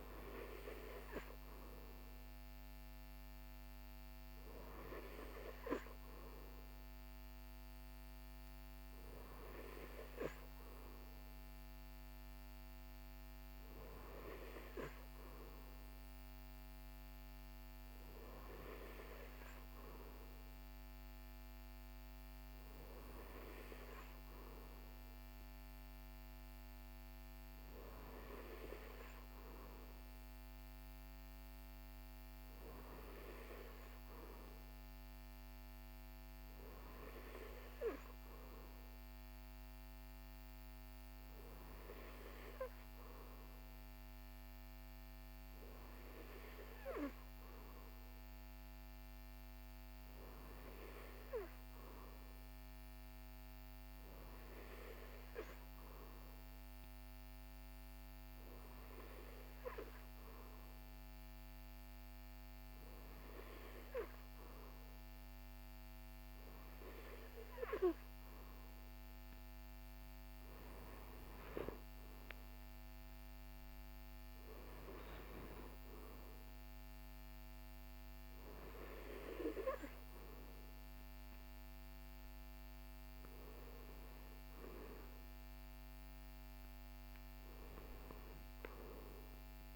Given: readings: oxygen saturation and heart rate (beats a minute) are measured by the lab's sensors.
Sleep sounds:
breathing in sleep by a microphone on the trachea; none
none scored
From the record:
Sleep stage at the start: N3 (deep sleep); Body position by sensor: on the right side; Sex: male

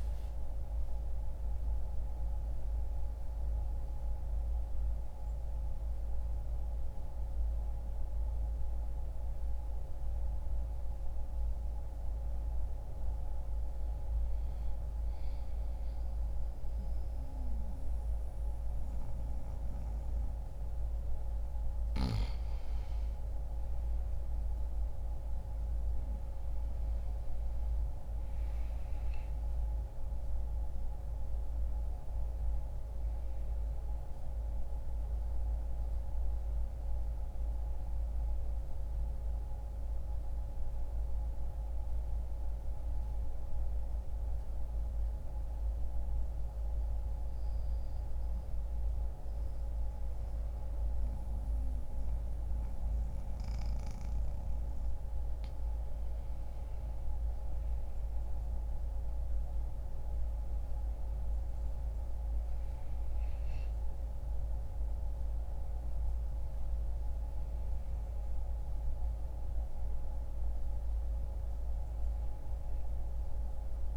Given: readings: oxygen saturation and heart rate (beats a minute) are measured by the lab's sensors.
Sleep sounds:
a person partly awake in a sleep study, hard to hear, by a room microphone; 2
0.00-38.00 s: oxygen desaturation (device-marked, oxygen 92% lowest, heart rate 64 extreme)
3.00-73.97 s: new sleep stage, N2 (light sleep)
7.50-20.50 s: hypopnea (oxygen 98% before, 90% lowest, heart rate 65 before, 64 extreme, up 3 after)
24.00-29.00 s: arousal
40.00-53.00 s: oxygen desaturation (device-marked, oxygen 95% before, 90% lowest, heart rate 65 before, 63 extreme)
42.50-54.00 s: central apnea (oxygen 95% before, 88% lowest, heart rate 65 before, 63 extreme, up 2 after)
56.50-60.50 s: arousal
From the record:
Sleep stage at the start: awake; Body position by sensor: on the back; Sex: male

